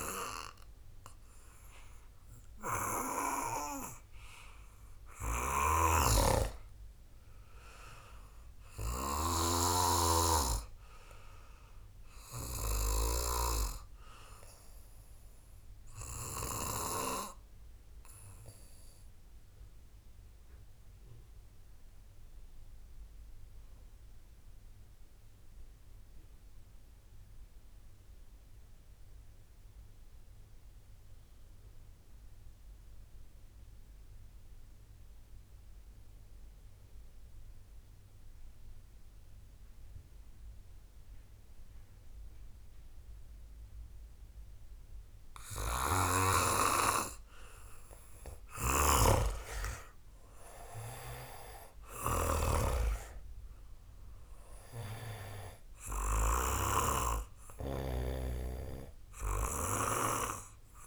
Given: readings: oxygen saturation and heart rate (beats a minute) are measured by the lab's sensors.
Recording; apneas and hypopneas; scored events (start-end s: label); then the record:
breathing in sleep by a room microphone; 1
0.00-1.50 s: arousal
0.00-28.50 s: oxygen desaturation (device-marked, oxygen 88% lowest, heart rate 50 extreme)
5.50-13.50 s: snoring (device-marked)
16.50-47.50 s: obstructive apnea (oxygen 96% before, 86% lowest)
42.50-60.87 s: oxygen desaturation (device-marked, oxygen 95% before, 86% lowest)
48.50-56.50 s: snoring (device-marked)
49.00-52.50 s: arousal
From the record:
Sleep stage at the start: REM sleep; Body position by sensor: on the back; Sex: male